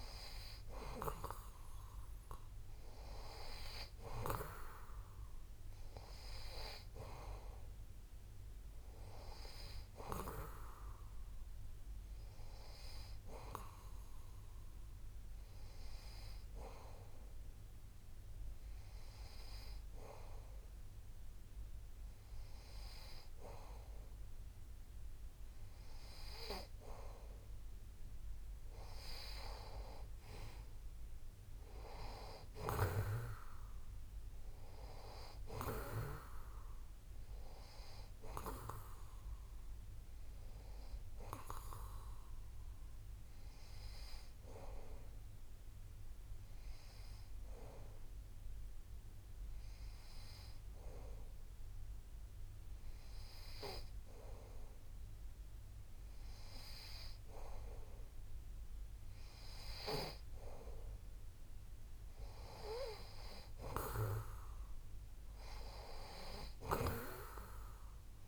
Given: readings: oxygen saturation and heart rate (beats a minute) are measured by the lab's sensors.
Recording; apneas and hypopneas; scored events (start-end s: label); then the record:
breathing in sleep by a room microphone; 1
30.00-34.50 s: arousal
42.50-57.00 s: hypopnea (oxygen 92% before, 91% lowest)
57.50-61.00 s: arousal
From the record:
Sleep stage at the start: N2 (light sleep); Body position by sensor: on the back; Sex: male